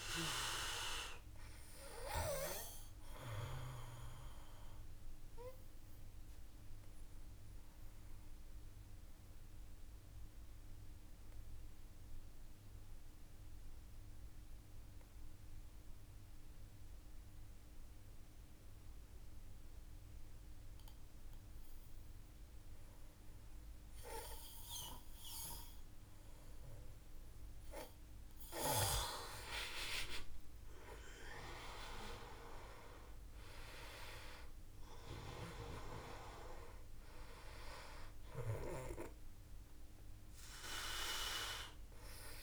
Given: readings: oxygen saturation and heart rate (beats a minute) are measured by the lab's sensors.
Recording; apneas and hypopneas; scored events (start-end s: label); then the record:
breathing in sleep by a room microphone; 1
0.00-17.00 s: oxygen desaturation (device-marked, oxygen 91% lowest, heart rate 51 extreme)
3.50-26.50 s: obstructive apnea (oxygen 97% before, 90% lowest, heart rate 55 before, 51 extreme, up 4 after)
29.50-33.50 s: arousal
33.00-42.43 s: oxygen desaturation (device-marked, oxygen 97% before, 90% lowest, heart rate 53 before, 52 extreme)
From the record:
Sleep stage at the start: N2 (light sleep); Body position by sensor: on the back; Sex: male